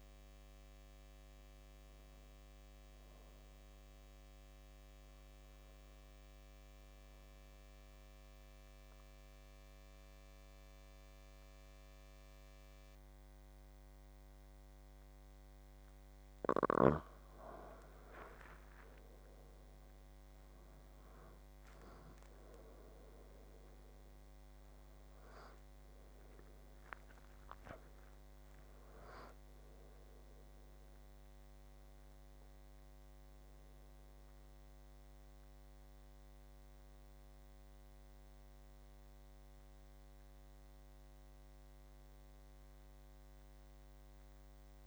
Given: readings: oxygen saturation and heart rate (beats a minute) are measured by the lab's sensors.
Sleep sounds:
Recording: breathing in sleep by a microphone on the trachea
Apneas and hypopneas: 1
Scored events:
0.00-11.50 s: oxygen desaturation (device-marked, oxygen 88% lowest, heart rate 76 extreme)
4.50-17.00 s: obstructive apnea (oxygen 94% before, 86% lowest, heart rate 81 before, 78 extreme, up 12 after)
19.50-26.00 s: arousal
24.50-44.87 s: oxygen desaturation (device-marked, oxygen 94% before, 86% lowest, heart rate 82 before, 73 extreme)
From the record:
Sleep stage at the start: N2 (light sleep)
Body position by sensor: on the back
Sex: male

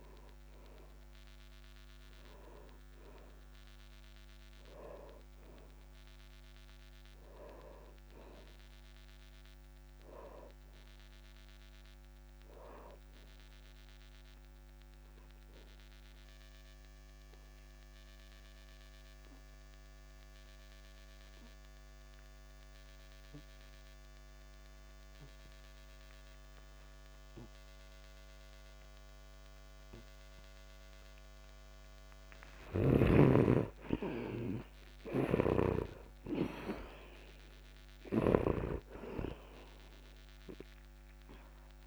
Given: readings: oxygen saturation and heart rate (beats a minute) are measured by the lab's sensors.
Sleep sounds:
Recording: breathing in sleep by a microphone on the trachea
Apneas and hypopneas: 1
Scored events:
0.00-16.00 s: oxygen desaturation (device-marked, oxygen 77% lowest, heart rate 52 extreme)
8.00-11.00 s: arousal
13.50-31.50 s: obstructive apnea (oxygen 95% before, 76% lowest, heart rate 66 before, 58 extreme)
24.00-41.87 s: new sleep stage, N2 (light sleep)
33.00-38.50 s: arousal
35.00-38.50 s: snoring (device-marked)
From the record:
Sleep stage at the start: N1 (lightest sleep)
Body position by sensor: on the back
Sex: male

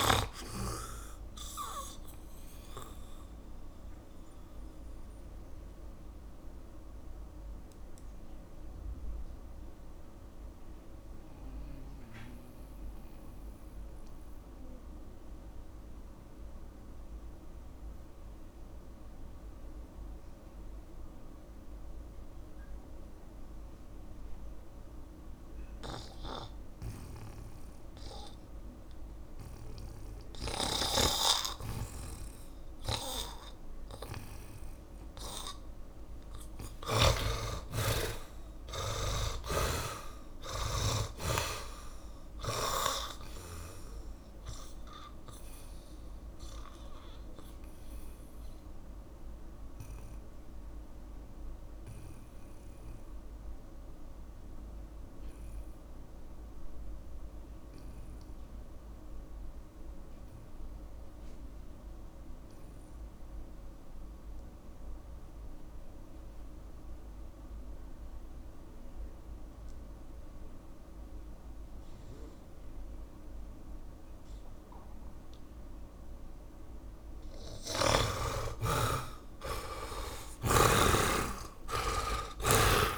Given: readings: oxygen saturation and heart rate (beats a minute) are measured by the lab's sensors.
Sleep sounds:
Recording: breathing in sleep by a room microphone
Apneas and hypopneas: 2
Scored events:
0.00-18.50 s: oxygen desaturation (device-marked, oxygen 69% lowest, heart rate 51 extreme)
2.50-30.00 s: mixed apnea (oxygen 100% before, 69% lowest, heart rate 63 before, 51 extreme, up 4 after)
31.00-40.50 s: snoring (device-marked)
33.50-58.50 s: oxygen desaturation (device-marked, oxygen 100% before, 75% lowest, heart rate 59 before, 45 extreme)
36.50-40.50 s: arousal
46.00-77.00 s: obstructive apnea (oxygen 100% before, 69% lowest, heart rate 59 before, 45 extreme, up 26 after)
68.50-82.98 s: oxygen desaturation (device-marked, oxygen 99% before, 69% lowest, heart rate 68 before, 45 extreme)
From the record:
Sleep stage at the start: N2 (light sleep)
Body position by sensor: on the back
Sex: male

